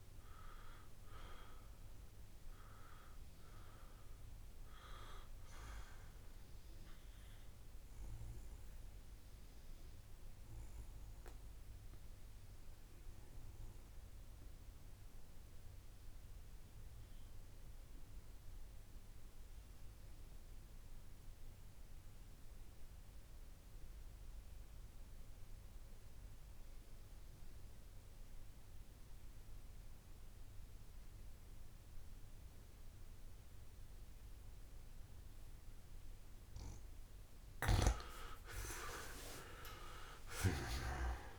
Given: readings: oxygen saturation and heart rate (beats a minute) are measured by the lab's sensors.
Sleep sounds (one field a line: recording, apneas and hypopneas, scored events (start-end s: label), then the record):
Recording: breathing in sleep by a room microphone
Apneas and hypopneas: 1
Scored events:
0.00-2.00 s: oxygen desaturation (device-marked, oxygen 89% lowest)
5.50-36.50 s: obstructive apnea (oxygen 96% before, 89% lowest)
33.00-41.39 s: oxygen desaturation (device-marked, oxygen 98% before, 90% lowest)
38.00-41.39 s: arousal
From the record:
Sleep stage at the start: N2 (light sleep)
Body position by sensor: on the back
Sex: male